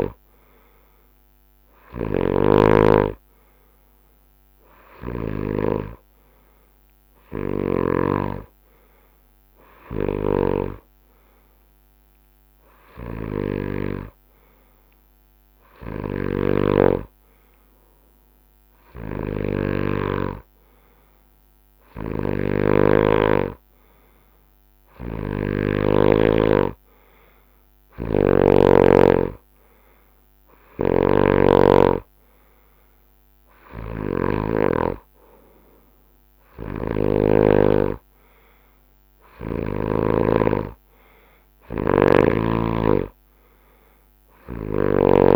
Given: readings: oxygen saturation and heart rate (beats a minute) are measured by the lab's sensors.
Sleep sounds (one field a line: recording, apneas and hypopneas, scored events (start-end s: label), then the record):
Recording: breathing in sleep by a microphone on the trachea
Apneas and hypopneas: none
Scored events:
1.50-5.50 s: snoring (device-marked)
22.50-26.00 s: snoring (device-marked)
25.00-37.00 s: drop in pulse transit time (device-marked, heart rate 72 before, 69 extreme)
30.50-40.00 s: snoring (device-marked)
From the record:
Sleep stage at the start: N2 (light sleep)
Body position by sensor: on the right side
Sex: male